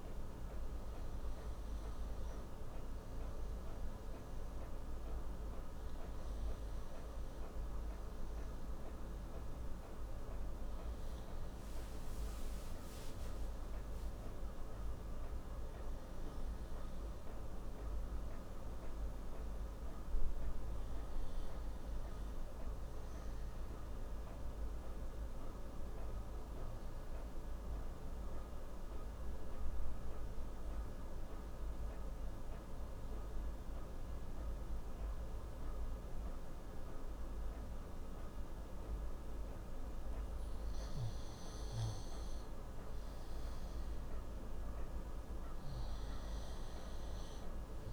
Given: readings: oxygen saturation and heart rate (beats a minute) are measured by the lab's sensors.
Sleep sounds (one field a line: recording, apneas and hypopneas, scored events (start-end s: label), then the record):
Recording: breathing in sleep, hard to hear, by a room microphone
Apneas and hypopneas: 1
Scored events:
0.00-14.00 s: oxygen desaturation (device-marked, oxygen 91% lowest)
15.50-19.50 s: arousal
24.50-40.00 s: obstructive apnea (oxygen 96% before, 90% lowest)
43.50-47.93 s: arousal
From the record:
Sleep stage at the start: N2 (light sleep)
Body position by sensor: on the left side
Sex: male